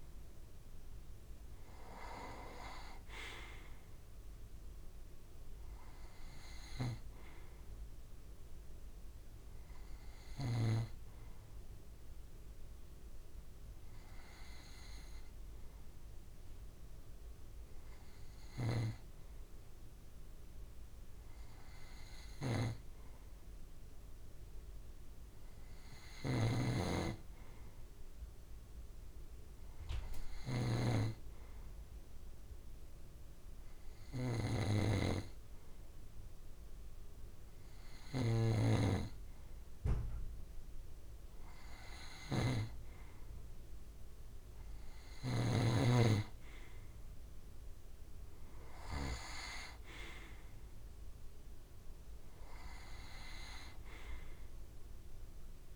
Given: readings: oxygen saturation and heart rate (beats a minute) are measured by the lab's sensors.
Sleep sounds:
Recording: breathing in sleep by a room microphone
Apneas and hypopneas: 1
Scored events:
9.00-35.50 s: hypopnea (oxygen 93% before, 92% lowest)
18.00-45.50 s: snoring (device-marked)
41.50-44.50 s: arousal
From the record:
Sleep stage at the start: N2 (light sleep)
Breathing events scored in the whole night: 255 in 3.8 hours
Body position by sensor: on the right side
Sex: male

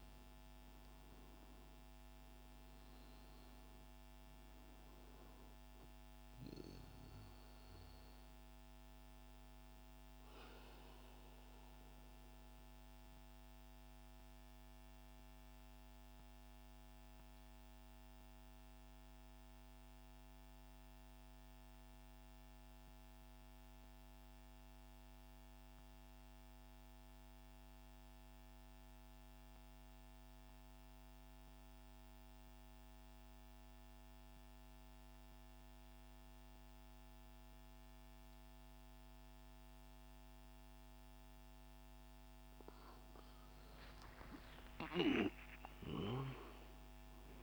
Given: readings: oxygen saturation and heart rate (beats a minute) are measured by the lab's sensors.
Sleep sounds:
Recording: breathing in sleep, hard to hear, by a microphone on the trachea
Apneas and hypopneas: 1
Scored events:
0.00-2.50 s: arousal
0.00-23.50 s: oxygen desaturation (device-marked, oxygen 91% lowest, heart rate 60 extreme)
13.00-42.00 s: central apnea (oxygen 98% before, 92% lowest, heart rate 78 before, 60 extreme, up 14 after)
42.50-47.43 s: oxygen desaturation (device-marked, oxygen 98% before, 92% lowest, heart rate 63 before, 58 extreme)
43.50-47.00 s: arousal
From the record:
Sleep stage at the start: N2 (light sleep)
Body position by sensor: on the right side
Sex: male

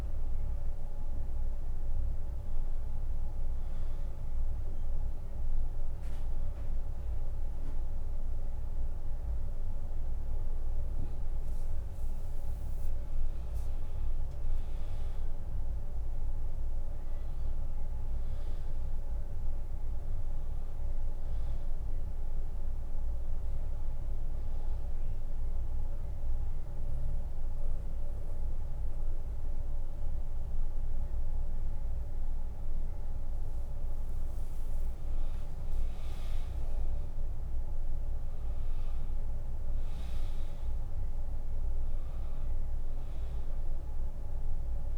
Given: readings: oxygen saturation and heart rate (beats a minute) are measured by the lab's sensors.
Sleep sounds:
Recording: a person awake in a sleep study, hard to hear, by a room microphone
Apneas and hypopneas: none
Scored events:
30.00-44.98 s: new sleep stage, N2 (light sleep)
30.50-32.50 s: long interval between heartbeats (device-marked, heart rate 65 before, 75 extreme)
From the record:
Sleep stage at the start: awake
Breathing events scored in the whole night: 224 in 3.9 hours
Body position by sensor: on the right side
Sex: male

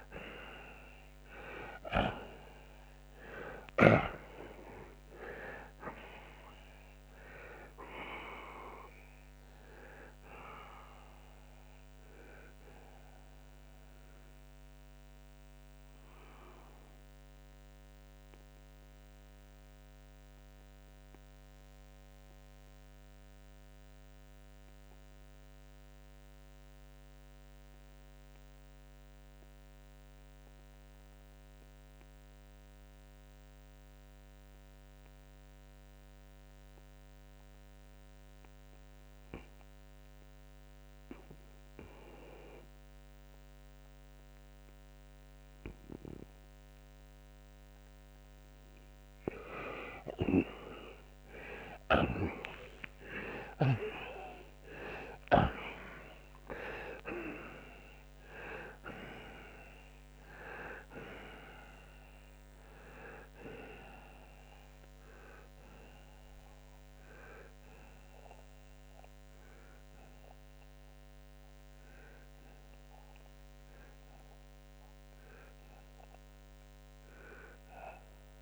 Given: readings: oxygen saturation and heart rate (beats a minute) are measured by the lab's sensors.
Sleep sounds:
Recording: breathing in sleep by a microphone on the trachea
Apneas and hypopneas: 1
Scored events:
0.00-2.00 s: arousal
1.00-16.00 s: oxygen desaturation (device-marked, oxygen 94% before, 91% lowest, heart rate 80 before, 69 extreme)
14.50-47.50 s: obstructive apnea (oxygen 94% before, 85% lowest, heart rate 93 before, 69 extreme, up 50 after)
25.00-44.00 s: oxygen desaturation (device-marked, oxygen 92% before, 85% lowest, heart rate 85 before, 72 extreme)
50.00-55.00 s: arousal
57.00-76.00 s: oxygen desaturation (device-marked, oxygen 95% before, 91% lowest, heart rate 91 before, 70 extreme)
77.00-78.42 s: arousal
From the record:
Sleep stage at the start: N2 (light sleep)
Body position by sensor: on the right side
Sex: male

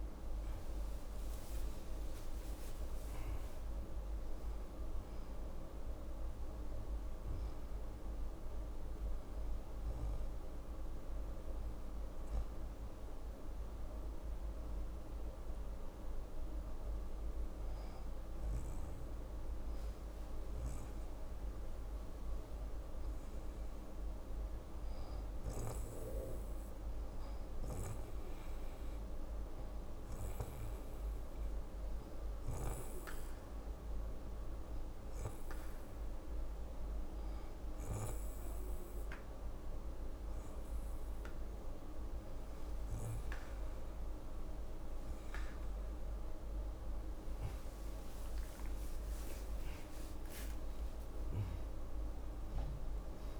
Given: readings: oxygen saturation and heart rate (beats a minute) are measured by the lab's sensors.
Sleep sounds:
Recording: breathing in sleep, hard to hear, by a room microphone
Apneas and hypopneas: 1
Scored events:
26.00-37.00 s: oxygen desaturation (device-marked, oxygen 93% before, 90% lowest, heart rate 68 before, 85 extreme)
27.00-40.00 s: hypopnea (oxygen 94% before, 90% lowest, heart rate 69 before, 85 extreme, up 15 after)
45.00-49.50 s: arousal
From the record:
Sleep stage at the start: N2 (light sleep)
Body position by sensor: on the right side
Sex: female

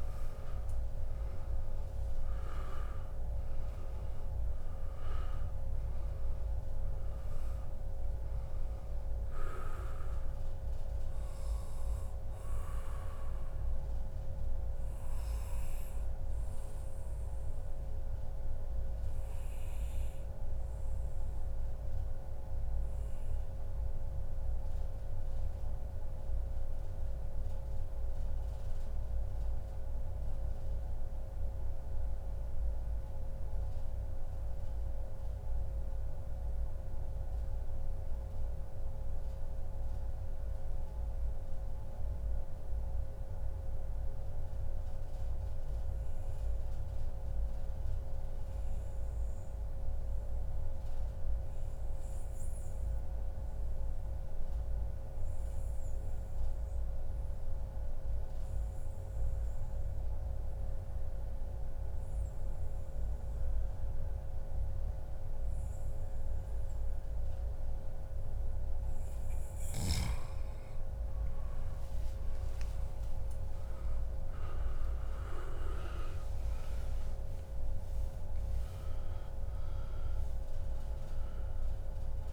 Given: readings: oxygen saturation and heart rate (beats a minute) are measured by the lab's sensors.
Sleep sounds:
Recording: breathing in sleep, hard to hear, by a room microphone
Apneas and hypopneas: 1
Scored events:
0.00-2.50 s: arousal
0.00-17.00 s: oxygen desaturation (device-marked, oxygen 90% lowest, heart rate 83 extreme)
16.50-68.00 s: mixed apnea (oxygen 95% before, 90% lowest, heart rate 139 before, 83 extreme, up 40 after)
19.50-21.50 s: long interval between heartbeats (device-marked, heart rate 137 before, 87 extreme)
29.50-31.50 s: long interval between heartbeats (device-marked, heart rate 117 before, 101 extreme)
47.50-49.50 s: long interval between heartbeats (device-marked, heart rate 110 before, 108 extreme)
51.00-53.00 s: long interval between heartbeats (device-marked, heart rate 111 before, 105 extreme)
54.00-56.00 s: long interval between heartbeats (device-marked, heart rate 111 before, 106 extreme)
56.00-82.33 s: oxygen desaturation (device-marked, oxygen 98% before, 90% lowest, heart rate 111 before, 89 extreme)
67.50-69.50 s: long interval between heartbeats (device-marked, heart rate 106 before, 113 extreme)
70.50-74.50 s: arousal
From the record:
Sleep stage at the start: N2 (light sleep)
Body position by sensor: on the back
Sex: male

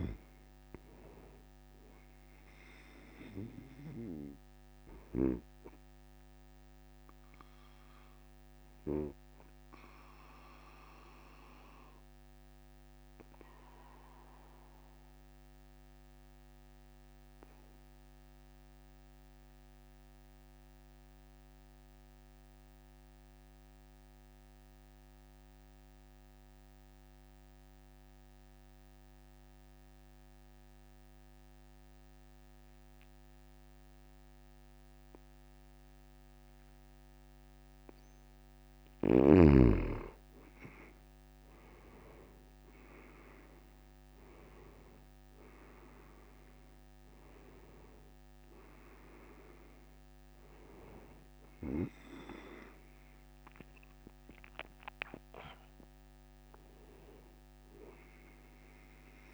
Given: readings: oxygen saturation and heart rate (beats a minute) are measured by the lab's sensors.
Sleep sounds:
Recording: breathing in sleep by a microphone on the trachea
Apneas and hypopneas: 1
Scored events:
0.00-22.00 s: oxygen desaturation (device-marked, oxygen 86% lowest)
8.00-37.50 s: obstructive apnea (oxygen 95% before, 86% lowest)
39.00-59.34 s: oxygen desaturation (device-marked, oxygen 98% before, 88% lowest)
52.50-57.00 s: arousal
From the record:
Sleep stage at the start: N2 (light sleep)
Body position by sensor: on the back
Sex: male

